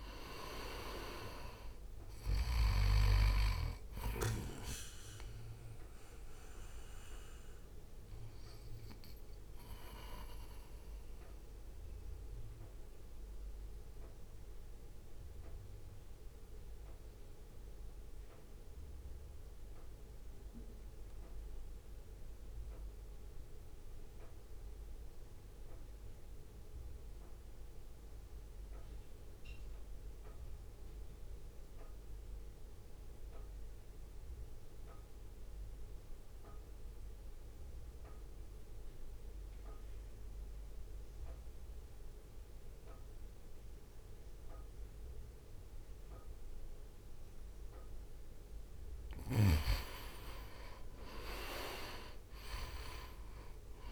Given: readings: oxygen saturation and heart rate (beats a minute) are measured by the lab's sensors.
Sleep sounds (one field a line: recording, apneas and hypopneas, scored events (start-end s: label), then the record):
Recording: breathing in sleep by a room microphone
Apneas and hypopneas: 1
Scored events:
0.00-12.50 s: drop in pulse transit time (device-marked, heart rate 55 extreme)
0.00-31.50 s: oxygen desaturation (device-marked, oxygen 82% lowest, heart rate 53 extreme)
8.00-48.00 s: mixed apnea (oxygen 97% before, 82% lowest, heart rate 59 before, 54 extreme, up 7 after)
49.50-53.92 s: drop in pulse transit time (device-marked, heart rate 61 before, 55 extreme)
50.50-53.92 s: oxygen desaturation (device-marked, oxygen 96% before, 91% lowest, heart rate 61 before, 55 extreme)
51.00-53.92 s: arousal
From the record:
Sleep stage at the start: REM sleep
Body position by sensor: on the right side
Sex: male